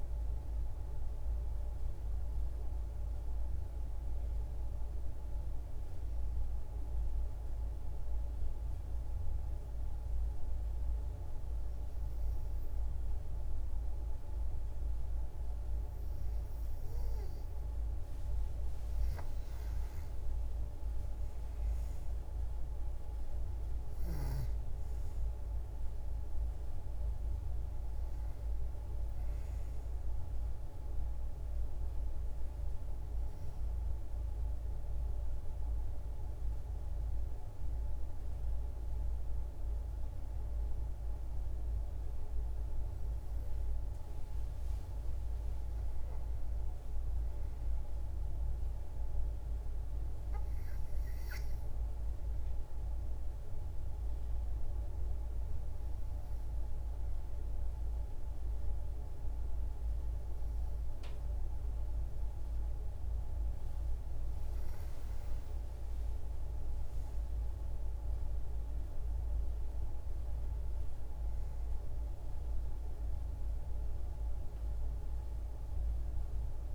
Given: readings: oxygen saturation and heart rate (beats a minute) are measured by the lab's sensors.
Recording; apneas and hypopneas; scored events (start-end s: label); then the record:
breathing in sleep, hard to hear, by a room microphone; 2
3.50-16.50 s: obstructive apnea (oxygen 97% before, 92% lowest, heart rate 86 before, 52 extreme)
20.00-24.00 s: arousal
25.00-49.00 s: oxygen desaturation (device-marked, oxygen 96% before, 92% lowest, heart rate 78 before, 51 extreme)
32.00-44.50 s: hypopnea (oxygen 96% before, 92% lowest, heart rate 92 before, 51 extreme, up 4 after)
46.00-50.00 s: arousal
From the record:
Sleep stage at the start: N2 (light sleep); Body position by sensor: on the back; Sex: female